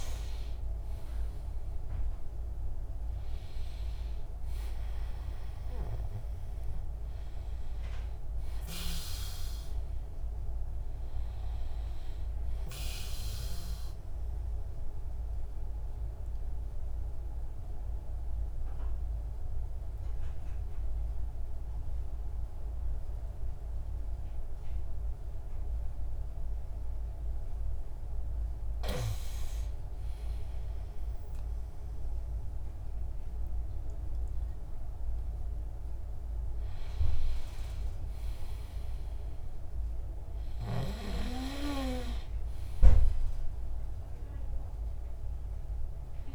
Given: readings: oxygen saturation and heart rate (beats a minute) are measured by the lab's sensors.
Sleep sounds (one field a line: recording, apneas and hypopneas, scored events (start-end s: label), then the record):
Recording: breathing in sleep by a room microphone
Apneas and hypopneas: 1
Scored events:
13.50-28.00 s: obstructive apnea (oxygen 98% before, 94% lowest)
30.50-35.00 s: arousal
From the record:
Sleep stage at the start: N2 (light sleep)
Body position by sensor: on the back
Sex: male